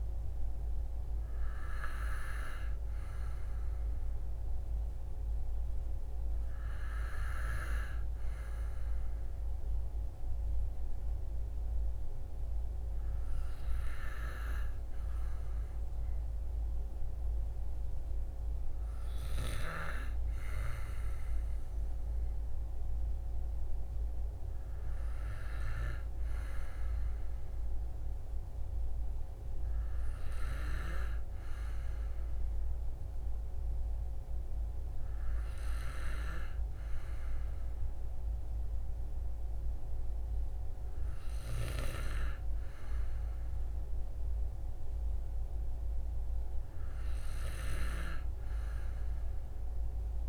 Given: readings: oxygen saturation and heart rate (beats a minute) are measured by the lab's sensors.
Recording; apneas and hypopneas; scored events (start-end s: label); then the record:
breathing in sleep by a room microphone; none
none scored
From the record:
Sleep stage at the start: N2 (light sleep); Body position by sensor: on the back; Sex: male